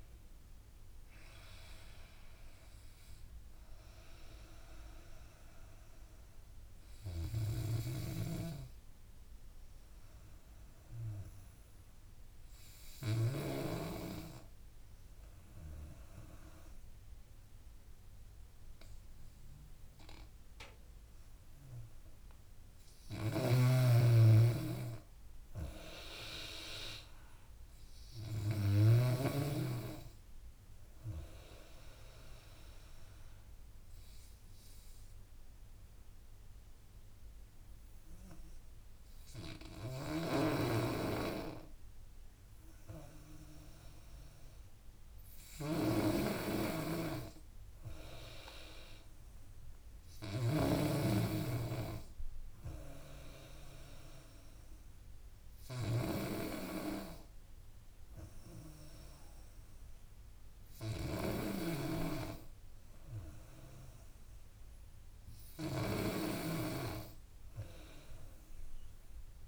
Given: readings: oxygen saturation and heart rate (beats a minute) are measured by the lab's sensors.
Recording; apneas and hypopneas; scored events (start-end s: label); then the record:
breathing in sleep by a room microphone; 2
7.00-17.00 s: oxygen desaturation (device-marked, oxygen 93% before, 89% lowest, heart rate 86 before, 70 extreme)
7.50-13.50 s: snoring (device-marked)
7.50-21.00 s: hypopnea (oxygen 93% before, 89% lowest, heart rate 86 before, 70 extreme, up 9 after)
22.50-26.00 s: arousal
23.00-29.00 s: snoring (device-marked)
32.00-42.00 s: oxygen desaturation (device-marked, oxygen 97% before, 93% lowest, heart rate 78 before, 70 extreme)
32.00-44.00 s: obstructive apnea (oxygen 98% before, 90% lowest, heart rate 78 before, 70 extreme, up 12 after)
40.00-69.48 s: snoring (device-marked)
46.50-49.50 s: arousal
53.00-64.00 s: oxygen desaturation (device-marked, oxygen 96% before, 92% lowest, heart rate 76 before, 72 extreme)
From the record:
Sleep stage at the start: N2 (light sleep); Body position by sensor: on the back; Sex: female